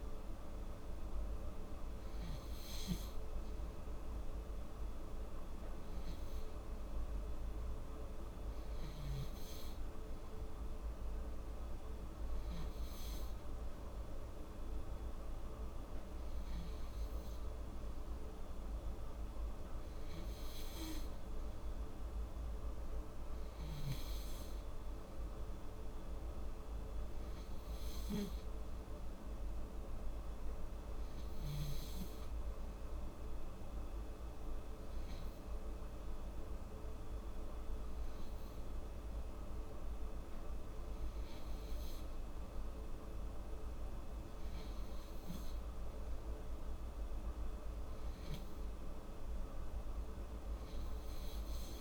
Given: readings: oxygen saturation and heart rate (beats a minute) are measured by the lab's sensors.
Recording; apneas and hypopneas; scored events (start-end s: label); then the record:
breathing in sleep, hard to hear, by a room microphone; none
none scored
From the record:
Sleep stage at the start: N3 (deep sleep); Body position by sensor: on the back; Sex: female